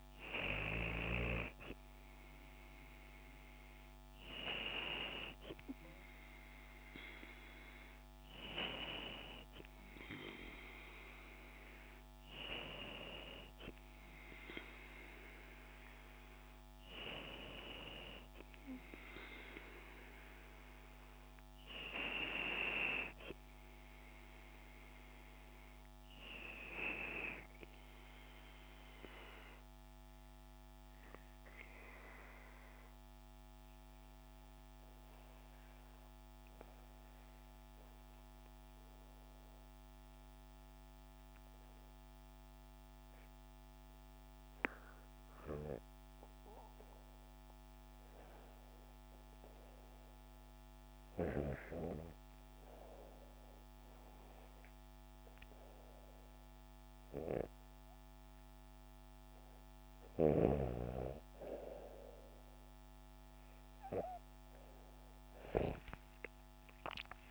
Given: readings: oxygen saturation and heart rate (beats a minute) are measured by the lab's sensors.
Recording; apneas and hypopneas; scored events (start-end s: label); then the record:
breathing in sleep by a microphone on the trachea; 1
26.50-47.00 s: obstructive apnea (oxygen 96% before, 92% lowest, heart rate 73 before, 68 extreme, up 2 after)
34.00-67.31 s: new sleep stage, REM sleep
49.00-67.31 s: oxygen desaturation (device-marked, oxygen 97% before, 92% lowest, heart rate 70 before, 71 extreme)
49.50-53.50 s: arousal
From the record:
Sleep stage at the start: N2 (light sleep); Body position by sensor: on the back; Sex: female